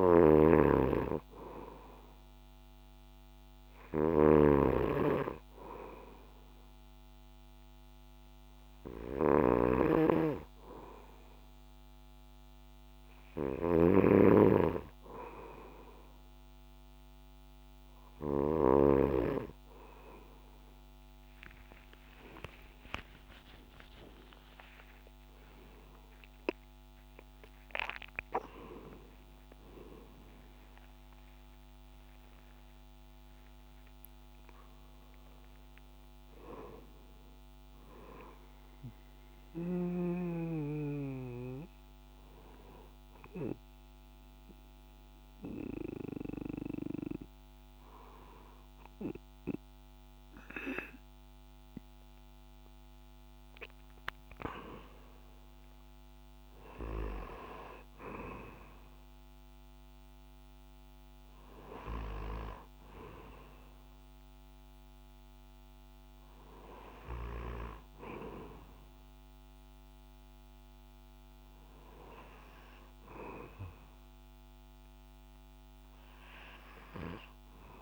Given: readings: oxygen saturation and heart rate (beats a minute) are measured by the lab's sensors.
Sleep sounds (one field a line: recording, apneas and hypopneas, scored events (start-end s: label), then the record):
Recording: breathing in sleep by a microphone on the trachea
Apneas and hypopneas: 1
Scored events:
0.00-19.00 s: snoring (device-marked)
3.50-16.00 s: hypopnea (oxygen 95% before, 92% lowest, heart rate 64 before, 63 extreme, up 25 after)
21.50-28.00 s: arousal
30.00-35.00 s: oxygen desaturation (device-marked, oxygen 96% before, 92% lowest, heart rate 77 before, 63 extreme)
74.00-76.50 s: arousal
From the record:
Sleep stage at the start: N2 (light sleep)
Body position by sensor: on the back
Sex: male